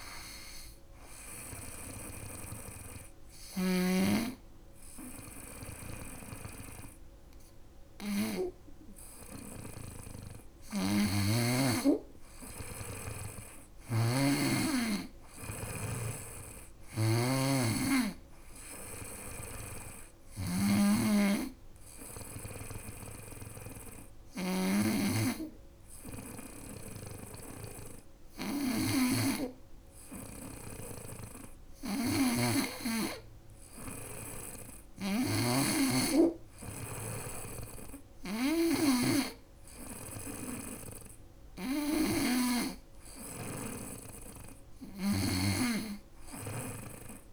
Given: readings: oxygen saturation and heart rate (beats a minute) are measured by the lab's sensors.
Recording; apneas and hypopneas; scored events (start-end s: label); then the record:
breathing in sleep by a room microphone; 1
2.50-10.50 s: snoring (device-marked)
15.00-19.50 s: snoring (device-marked)
21.50-32.50 s: hypopnea (oxygen 97% before, 96% lowest, heart rate 78 before, 73 extreme, up 4 after)
21.50-47.33 s: snoring (device-marked)
35.50-39.00 s: arousal
From the record:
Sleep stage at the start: N2 (light sleep); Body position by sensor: on the right side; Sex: female